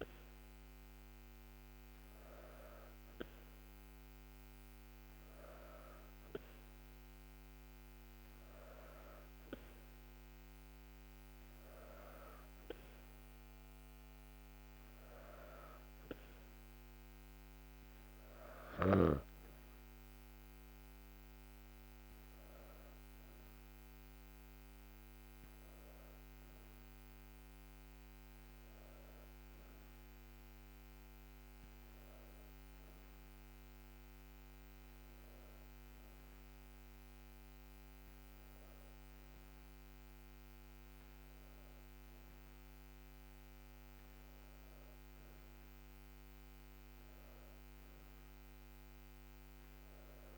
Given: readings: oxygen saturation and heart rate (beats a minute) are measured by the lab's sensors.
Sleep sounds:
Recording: breathing in sleep, hard to hear, by a microphone on the trachea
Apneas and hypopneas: none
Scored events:
none scored
From the record:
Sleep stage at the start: N2 (light sleep)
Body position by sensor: on the back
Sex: female

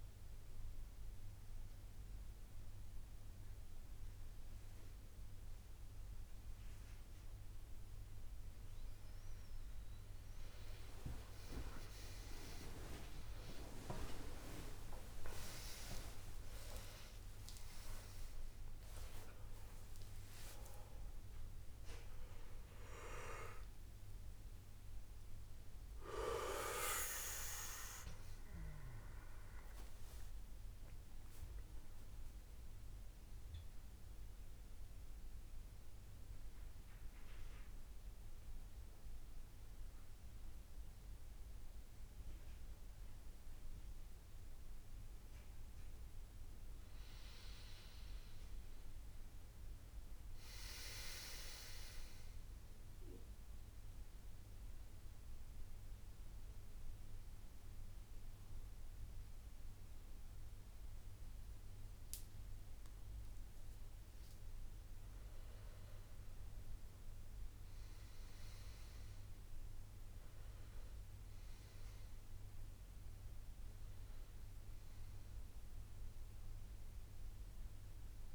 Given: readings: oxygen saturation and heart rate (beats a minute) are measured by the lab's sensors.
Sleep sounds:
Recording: a person awake in a sleep study, by a room microphone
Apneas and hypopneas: none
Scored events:
14.50-22.50 s: oxygen desaturation (device-marked, oxygen 98% before, 94% lowest, heart rate 85 before, 83 extreme)
51.50-68.50 s: oxygen desaturation (device-marked, oxygen 99% before, 91% lowest, heart rate 88 before, 82 extreme)
From the record:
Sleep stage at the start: awake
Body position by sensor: on the back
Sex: male

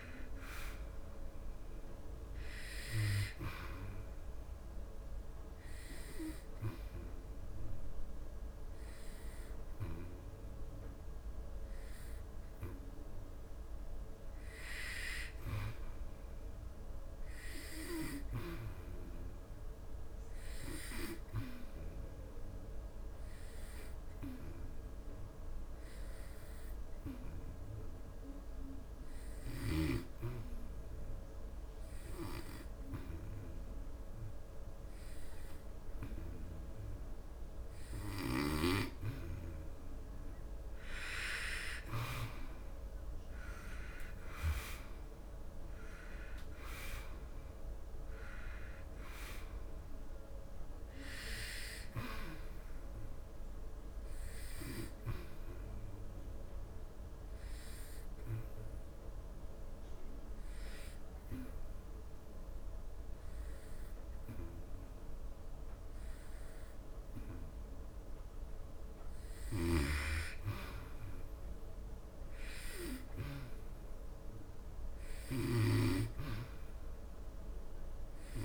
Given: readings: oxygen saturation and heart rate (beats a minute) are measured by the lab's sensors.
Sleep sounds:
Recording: breathing in sleep by a room microphone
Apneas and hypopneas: 3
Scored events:
0.00-18.50 s: oxygen desaturation (device-marked, oxygen 87% lowest, heart rate 69 extreme)
4.50-14.50 s: obstructive apnea (oxygen 98% before, 87% lowest, heart rate 75 before, 69 extreme, up 5 after)
16.00-18.50 s: arousal
20.50-40.00 s: hypopnea (oxygen 98% before, 90% lowest, heart rate 78 before, 69 extreme, up 14 after)
39.50-66.50 s: oxygen desaturation (device-marked, oxygen 96% before, 90% lowest, heart rate 72 before, 65 extreme)
42.50-47.50 s: arousal
56.00-68.00 s: obstructive apnea (oxygen 96% before, 90% lowest, heart rate 76 before, 65 extreme, up 2 after)
70.50-74.50 s: arousal
From the record:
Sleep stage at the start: N2 (light sleep)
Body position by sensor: on the back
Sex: male

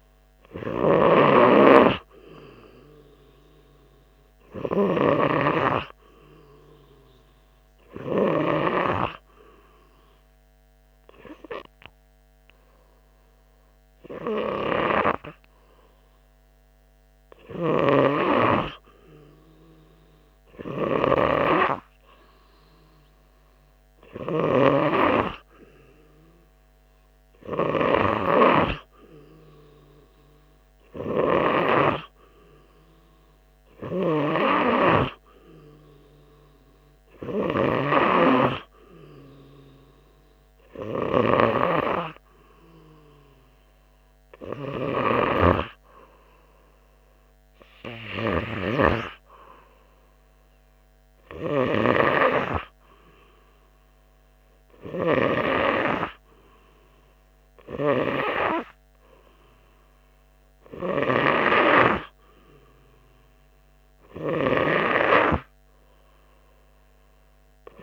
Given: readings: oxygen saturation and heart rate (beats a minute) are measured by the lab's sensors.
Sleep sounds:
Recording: breathing in sleep by a microphone on the trachea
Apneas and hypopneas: none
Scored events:
none scored
From the record:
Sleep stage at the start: N3 (deep sleep)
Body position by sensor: on the right side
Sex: male

